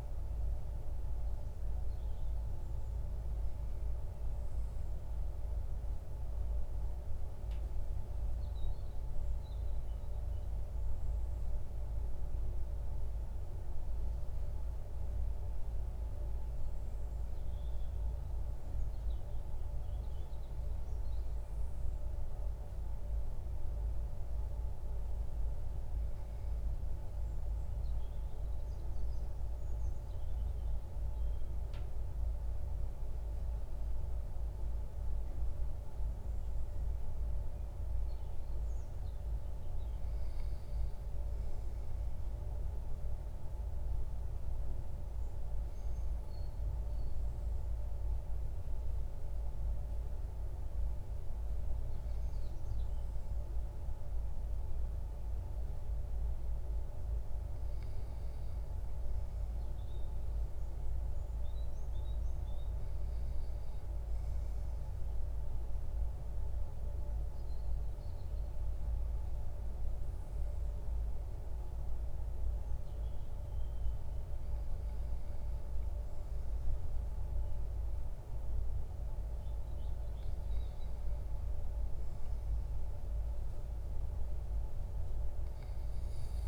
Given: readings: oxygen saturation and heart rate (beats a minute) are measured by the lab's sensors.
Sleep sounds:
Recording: breathing in sleep, hard to hear, by a room microphone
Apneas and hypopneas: none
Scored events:
17.50-86.48 s: new sleep stage, N2 (light sleep)
From the record:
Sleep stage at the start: N1 (lightest sleep)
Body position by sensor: on the back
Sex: male

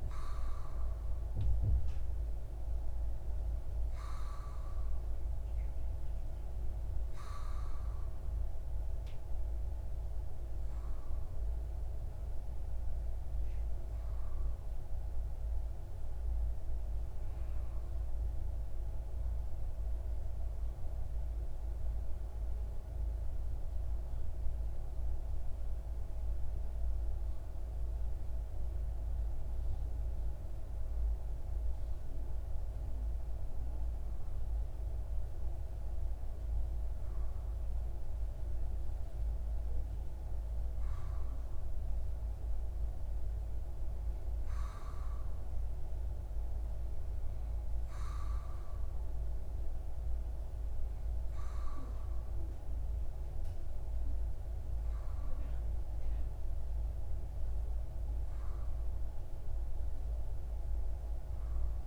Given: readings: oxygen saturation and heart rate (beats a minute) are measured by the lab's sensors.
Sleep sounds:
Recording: breathing in sleep, hard to hear, by a room microphone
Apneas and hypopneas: 1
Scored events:
20.50-33.00 s: hypopnea (oxygen 95% before, 93% lowest)
35.50-39.00 s: arousal
From the record:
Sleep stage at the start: N2 (light sleep)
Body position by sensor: on the left side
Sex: male

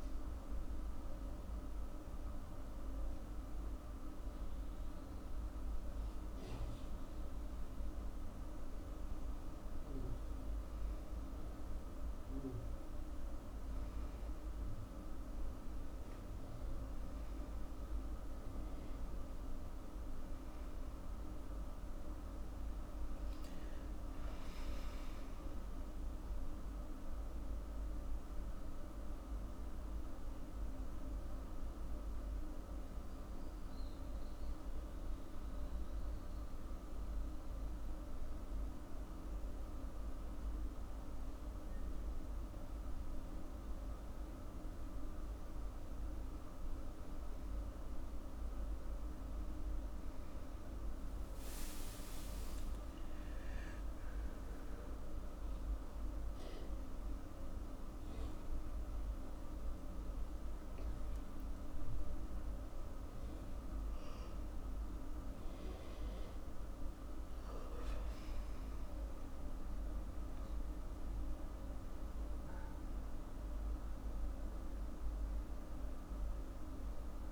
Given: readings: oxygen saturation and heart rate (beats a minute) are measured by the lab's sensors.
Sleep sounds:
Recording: breathing in sleep, hard to hear, by a room microphone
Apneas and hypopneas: none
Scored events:
33.00-77.32 s: new sleep stage, N1 (lightest sleep)
63.50-68.50 s: arousal
From the record:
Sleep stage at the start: N2 (light sleep)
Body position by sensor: on the back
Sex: female

